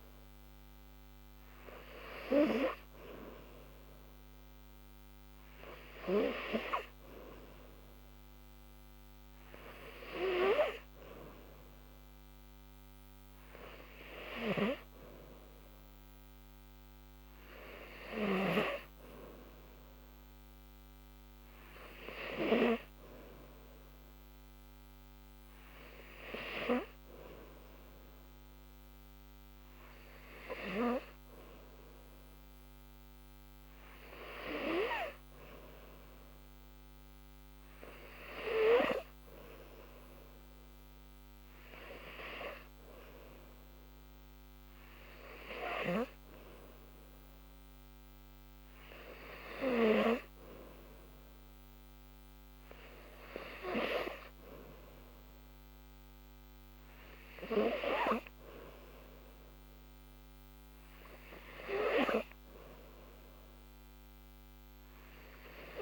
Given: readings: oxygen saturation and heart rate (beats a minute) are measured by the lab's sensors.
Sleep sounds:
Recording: breathing in sleep by a microphone on the trachea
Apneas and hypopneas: none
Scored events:
14.00-65.82 s: new sleep stage, N3 (deep sleep)
From the record:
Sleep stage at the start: N2 (light sleep)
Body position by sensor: on the back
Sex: female

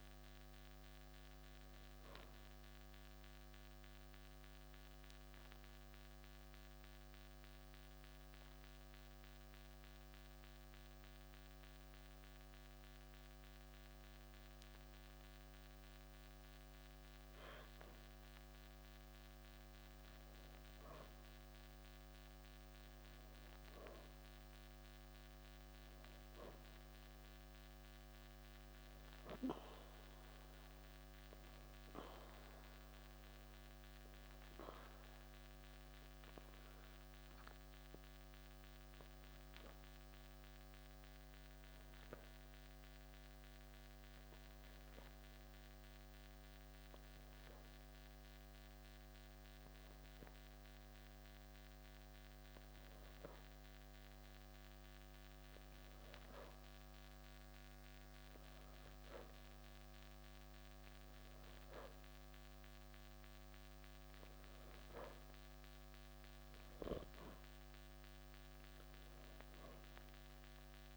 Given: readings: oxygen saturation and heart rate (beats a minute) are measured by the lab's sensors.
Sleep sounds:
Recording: breathing in sleep, hard to hear, by a microphone on the trachea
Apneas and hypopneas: 2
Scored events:
0.00-10.50 s: oxygen desaturation (device-marked, oxygen 90% lowest)
6.00-17.50 s: obstructive apnea (oxygen 95% before, 92% lowest, heart rate 118 before, 32 extreme, up 36 after)
20.00-24.00 s: arousal
29.50-44.50 s: oxygen desaturation (device-marked, oxygen 97% before, 92% lowest, heart rate 56 before, 54 extreme)
36.00-58.50 s: hypopnea (oxygen 97% before, 92% lowest, heart rate 59 before, 55 extreme, up 10 after)
60.50-70.97 s: oxygen desaturation (device-marked, oxygen 96% before, 92% lowest, heart rate 55 before, 54 extreme)
65.50-70.00 s: arousal
From the record:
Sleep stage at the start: N2 (light sleep)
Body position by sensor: on the back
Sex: male

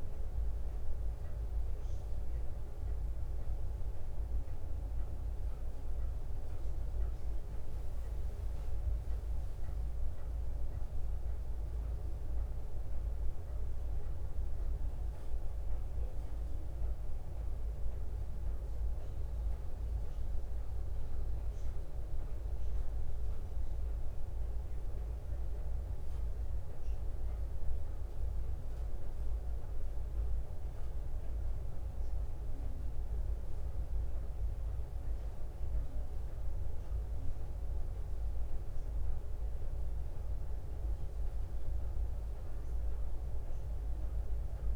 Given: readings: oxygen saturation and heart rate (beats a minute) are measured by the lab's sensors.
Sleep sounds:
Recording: breathing in sleep, hard to hear, by a room microphone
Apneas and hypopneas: none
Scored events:
none scored
From the record:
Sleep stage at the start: N2 (light sleep)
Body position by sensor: on the back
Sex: female

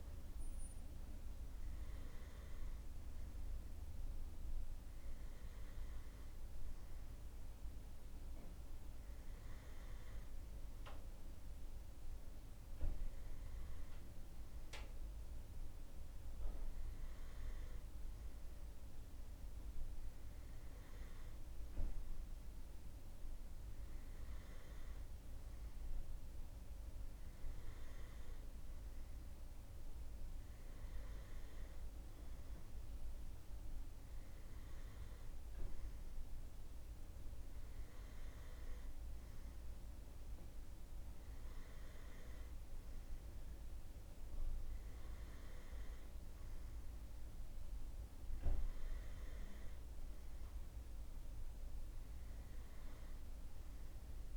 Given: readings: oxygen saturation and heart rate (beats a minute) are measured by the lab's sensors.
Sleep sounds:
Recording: breathing in sleep, hard to hear, by a room microphone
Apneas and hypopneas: none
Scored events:
none scored
From the record:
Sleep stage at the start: N2 (light sleep)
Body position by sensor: on the right side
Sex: male

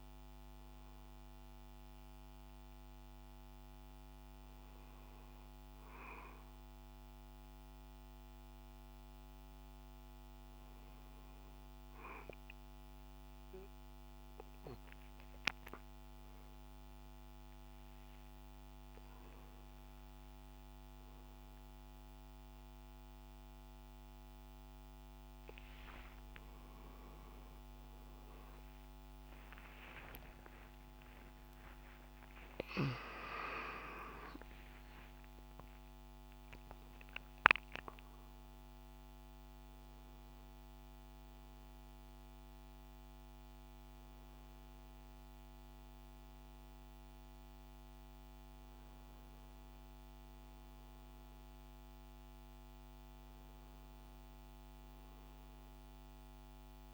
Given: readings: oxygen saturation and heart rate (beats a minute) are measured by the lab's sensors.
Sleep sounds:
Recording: breathing in sleep by a microphone on the trachea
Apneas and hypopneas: none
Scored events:
0.00-2.50 s: oxygen desaturation (device-marked, oxygen 93% lowest)
1.50-56.94 s: new sleep stage, N1 (lightest sleep)
25.50-30.50 s: arousal
From the record:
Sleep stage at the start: N2 (light sleep)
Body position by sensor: on the back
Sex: male

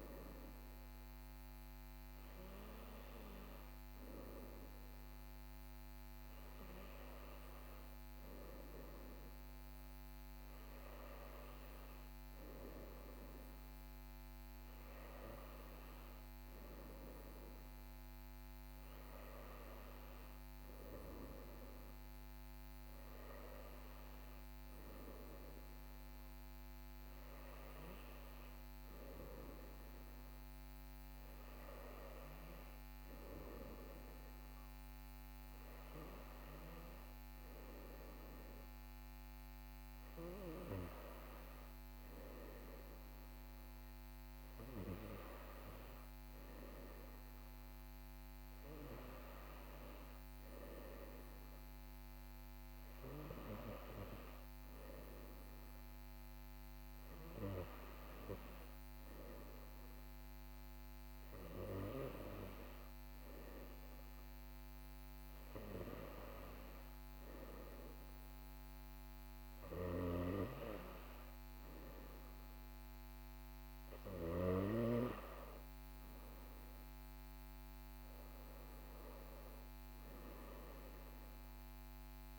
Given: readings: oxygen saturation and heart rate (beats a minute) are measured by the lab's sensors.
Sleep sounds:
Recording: breathing in sleep by a microphone on the trachea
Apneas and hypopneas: none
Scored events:
none scored
From the record:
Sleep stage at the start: N1 (lightest sleep)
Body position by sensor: on the right side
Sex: male

